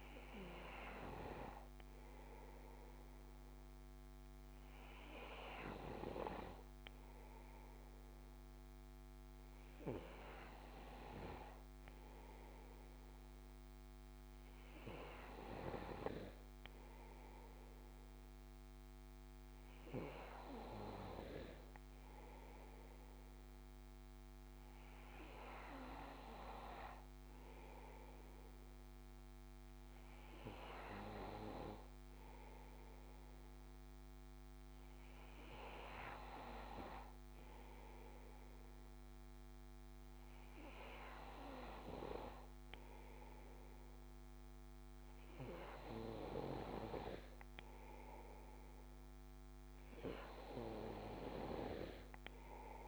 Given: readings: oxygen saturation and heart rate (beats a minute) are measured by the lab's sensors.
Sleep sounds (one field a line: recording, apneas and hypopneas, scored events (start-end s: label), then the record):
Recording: breathing in sleep by a microphone on the trachea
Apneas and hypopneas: none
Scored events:
none scored
From the record:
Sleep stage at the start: N2 (light sleep)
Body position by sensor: on the back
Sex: male